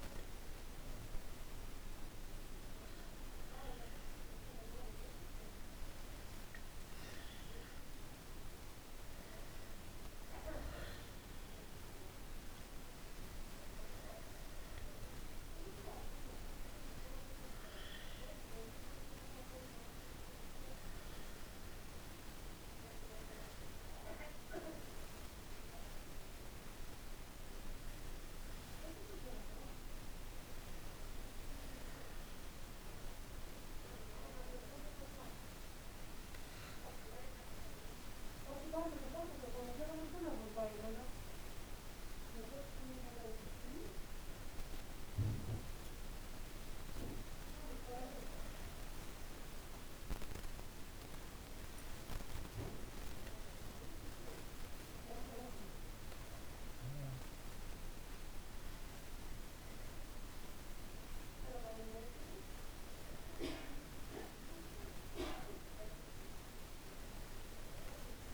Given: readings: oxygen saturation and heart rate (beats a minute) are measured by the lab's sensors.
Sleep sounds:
breathing in sleep by a room microphone; none
37.50-68.34 s: new sleep stage, N2 (light sleep)
From the record:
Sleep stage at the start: N1 (lightest sleep); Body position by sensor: on the back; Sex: male

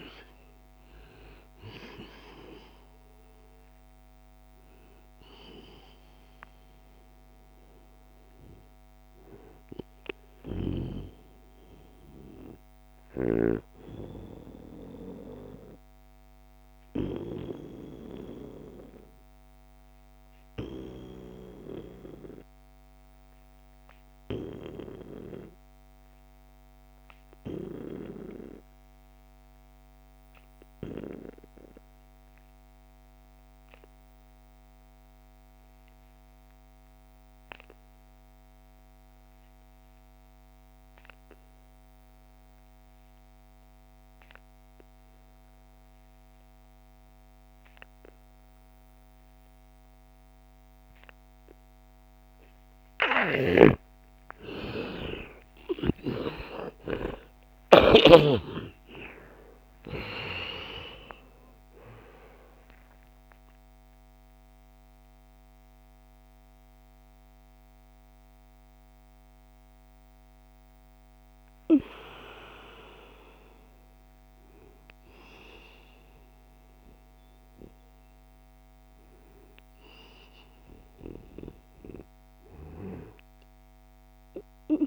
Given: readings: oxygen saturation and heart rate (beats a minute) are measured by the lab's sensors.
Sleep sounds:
breathing in sleep by a microphone on the trachea; 1
0.00-17.50 s: oxygen desaturation (device-marked, oxygen 85% lowest, heart rate 59 extreme)
14.00-51.50 s: obstructive apnea (oxygen 95% before, 83% lowest, heart rate 80 before, 58 extreme, up 14 after)
34.50-60.50 s: oxygen desaturation (device-marked, oxygen 96% before, 86% lowest, heart rate 69 before, 58 extreme)
41.50-50.50 s: bradycardia (device-marked, heart rate 73 before, 58 extreme)
54.50-60.00 s: arousal
65.50-83.50 s: oxygen desaturation (device-marked, oxygen 88% before, 83% lowest, heart rate 68 before, 71 extreme)
From the record:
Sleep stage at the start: N2 (light sleep); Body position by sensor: on the back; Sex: male

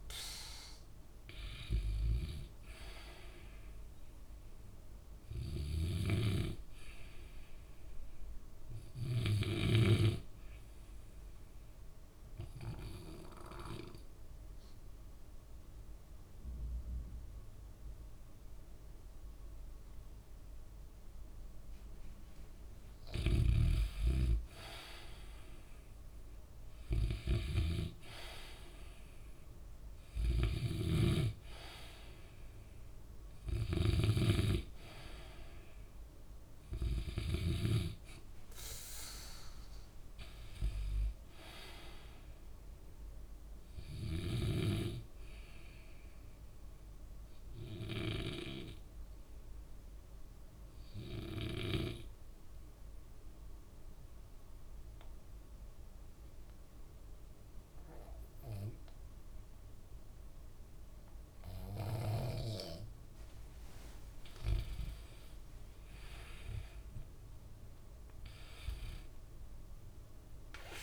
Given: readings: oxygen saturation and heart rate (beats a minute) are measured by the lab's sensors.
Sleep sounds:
breathing in sleep by a room microphone; 2
0.00-1.00 s: arousal
12.50-23.00 s: obstructive apnea (oxygen 97% before, 88% lowest, heart rate 67 before, 64 extreme, up 6 after)
25.50-28.50 s: arousal
26.00-44.00 s: oxygen desaturation (device-marked, oxygen 96% before, 90% lowest, heart rate 67 before, 63 extreme)
30.50-38.00 s: snoring (device-marked)
46.50-64.00 s: obstructive apnea (oxygen 96% before, 88% lowest, heart rate 68 before, 59 extreme, up 10 after)
64.00-70.83 s: oxygen desaturation (device-marked, oxygen 96% before, 88% lowest, heart rate 66 before, 56 extreme)
66.00-69.50 s: arousal
From the record:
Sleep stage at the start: N2 (light sleep); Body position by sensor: on the back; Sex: male

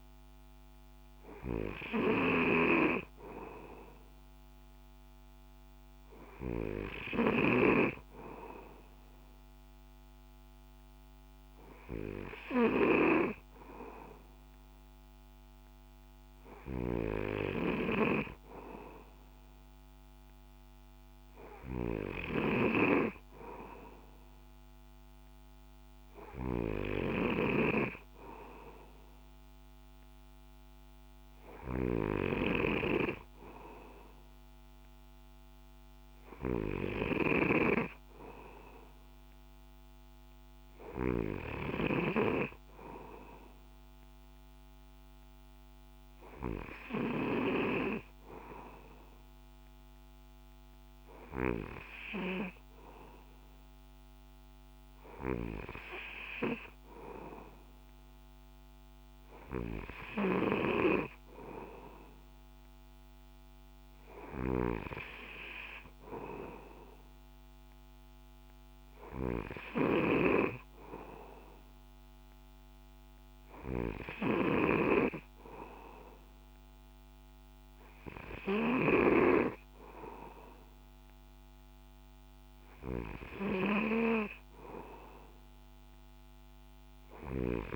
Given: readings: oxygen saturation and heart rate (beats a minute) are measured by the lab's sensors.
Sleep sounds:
breathing in sleep by a microphone on the trachea; none
2.00-7.50 s: snoring (device-marked)
27.00-42.00 s: snoring (device-marked)
69.50-74.50 s: snoring (device-marked)
From the record:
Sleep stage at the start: N2 (light sleep); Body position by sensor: on the back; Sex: male

